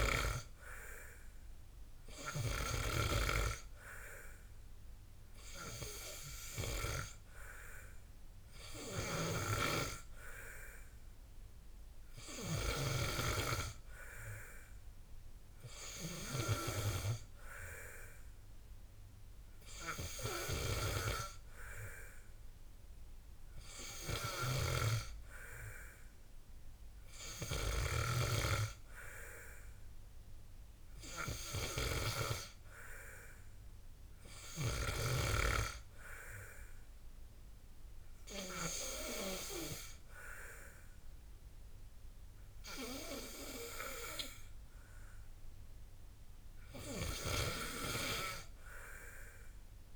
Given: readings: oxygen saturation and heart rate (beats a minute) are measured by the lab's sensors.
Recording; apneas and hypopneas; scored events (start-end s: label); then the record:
breathing in sleep by a room microphone; none
0.00-10.00 s: oxygen desaturation (device-marked, oxygen 90% lowest, heart rate 55 extreme)
From the record:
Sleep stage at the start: N2 (light sleep); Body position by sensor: on the back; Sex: male